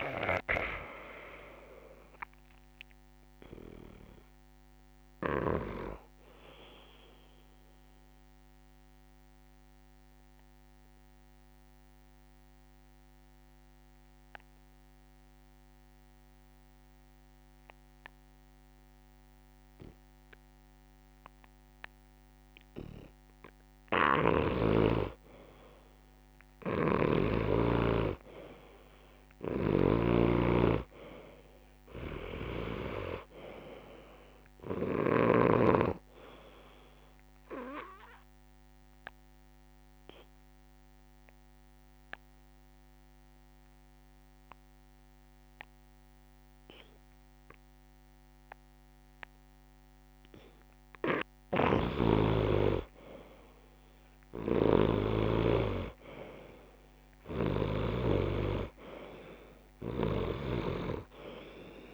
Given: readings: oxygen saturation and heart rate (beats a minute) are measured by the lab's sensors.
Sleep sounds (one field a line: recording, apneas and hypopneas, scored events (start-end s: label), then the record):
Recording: breathing in sleep by a microphone on the trachea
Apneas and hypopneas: 2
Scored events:
0.00-19.50 s: oxygen desaturation (device-marked, oxygen 87% lowest)
8.00-23.00 s: obstructive apnea (oxygen 95% before, 87% lowest)
25.50-29.00 s: arousal
26.50-35.50 s: snoring (device-marked)
33.50-51.50 s: oxygen desaturation (device-marked, oxygen 98% before, 90% lowest)
38.50-50.00 s: obstructive apnea (oxygen 99% before, 90% lowest)
51.50-58.00 s: snoring (device-marked)
53.50-56.50 s: arousal
57.50-61.94 s: oxygen desaturation (device-marked, oxygen 97% before, 90% lowest)
From the record:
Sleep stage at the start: N2 (light sleep)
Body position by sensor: on the back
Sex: male